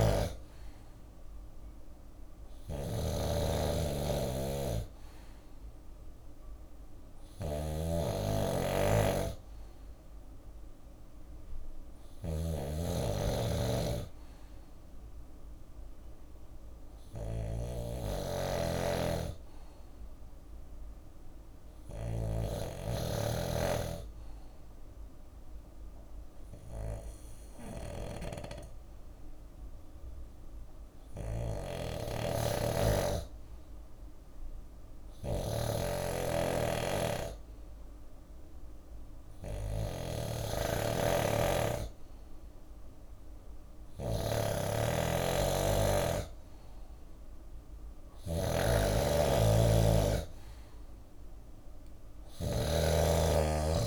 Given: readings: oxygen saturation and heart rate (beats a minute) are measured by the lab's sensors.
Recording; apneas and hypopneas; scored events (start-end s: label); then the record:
breathing in sleep by a room microphone; 1
0.00-6.50 s: drop in pulse transit time (device-marked, heart rate 61 extreme)
0.00-21.50 s: snoring (device-marked)
17.00-31.00 s: obstructive apnea (oxygen 97% before, 94% lowest, heart rate 63 before, 60 extreme, up 1 after)
27.50-41.50 s: drop in pulse transit time (device-marked, heart rate 63 before, 60 extreme)
30.00-53.87 s: snoring (device-marked)
33.50-37.00 s: arousal
From the record:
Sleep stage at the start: N2 (light sleep); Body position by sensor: on the left side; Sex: male